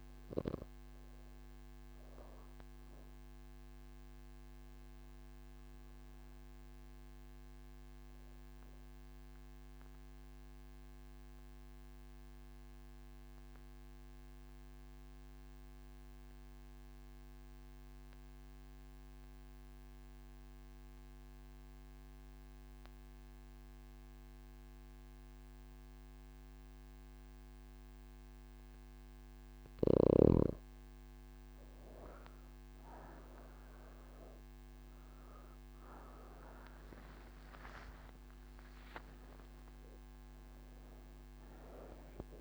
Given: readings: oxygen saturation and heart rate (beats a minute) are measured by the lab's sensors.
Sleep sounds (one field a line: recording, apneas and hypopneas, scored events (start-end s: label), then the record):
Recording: breathing in sleep, hard to hear, by a microphone on the trachea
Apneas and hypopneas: none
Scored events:
0.00-9.50 s: oxygen desaturation (device-marked, oxygen 87% lowest)
35.50-42.41 s: oxygen desaturation (device-marked, oxygen 99% before, 95% lowest)
36.50-42.41 s: new sleep stage, N2 (light sleep)
From the record:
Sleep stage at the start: N1 (lightest sleep)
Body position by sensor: on the right side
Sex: female